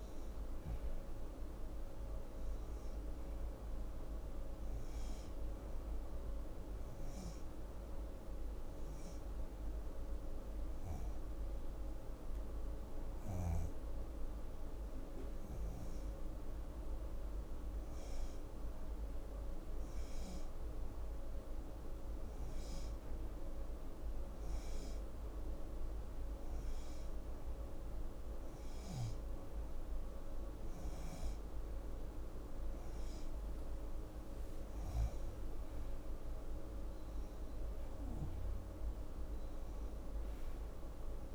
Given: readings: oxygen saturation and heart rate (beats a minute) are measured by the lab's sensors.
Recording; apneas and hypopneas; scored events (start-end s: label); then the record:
breathing in sleep, hard to hear, by a room microphone; 1
5.50-16.50 s: hypopnea (oxygen 89% before, 87% lowest, heart rate 127 before, 37 extreme)
19.50-23.00 s: arousal
From the record:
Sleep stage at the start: N2 (light sleep); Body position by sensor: on the left side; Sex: female